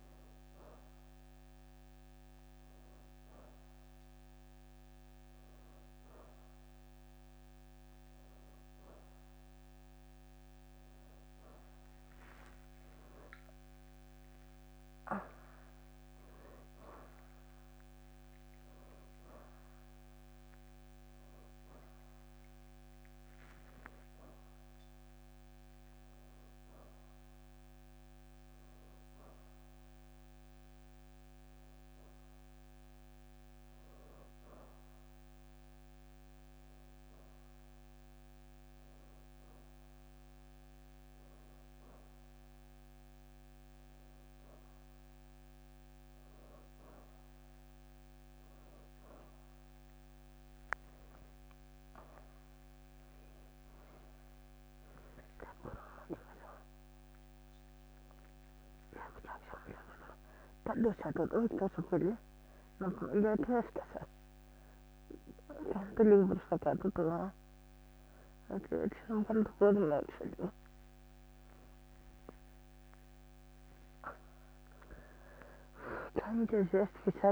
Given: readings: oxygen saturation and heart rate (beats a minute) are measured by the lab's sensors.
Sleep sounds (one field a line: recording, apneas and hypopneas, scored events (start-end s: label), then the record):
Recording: a person awake in a sleep study, by a microphone on the trachea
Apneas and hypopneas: none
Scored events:
33.00-77.32 s: new sleep stage, awake
39.50-42.00 s: leg movement (device-marked)
42.50-43.50 s: leg movement (device-marked)
47.00-49.50 s: leg movement (device-marked)
From the record:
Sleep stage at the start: N1 (lightest sleep)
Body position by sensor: on the back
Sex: female